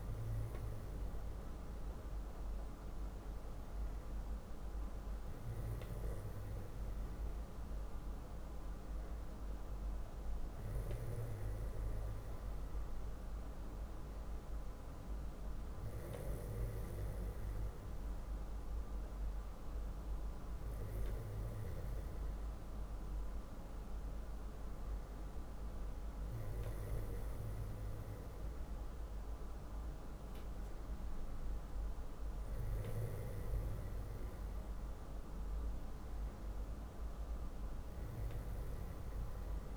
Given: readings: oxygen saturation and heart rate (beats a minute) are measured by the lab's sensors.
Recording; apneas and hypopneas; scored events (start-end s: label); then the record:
breathing in sleep, hard to hear, by a room microphone; none
none scored
From the record:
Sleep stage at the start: N2 (light sleep); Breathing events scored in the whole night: 78 in 6.0 hours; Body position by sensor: on the back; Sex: male